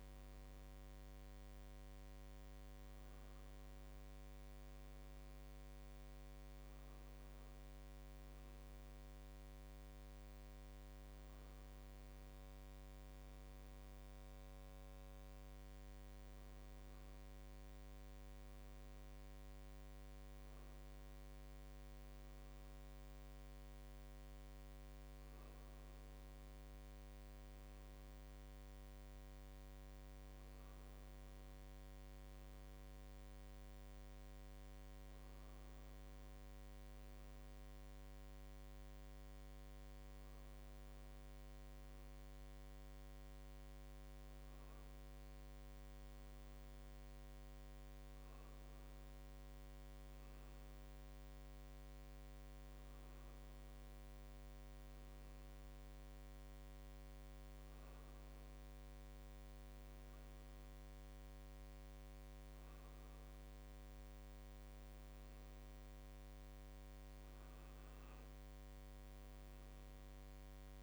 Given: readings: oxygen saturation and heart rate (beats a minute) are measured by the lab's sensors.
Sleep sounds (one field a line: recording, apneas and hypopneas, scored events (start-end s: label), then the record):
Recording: a person awake in a sleep study, hard to hear, by a microphone on the trachea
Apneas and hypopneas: none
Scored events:
none scored
From the record:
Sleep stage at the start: awake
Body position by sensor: on the right side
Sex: male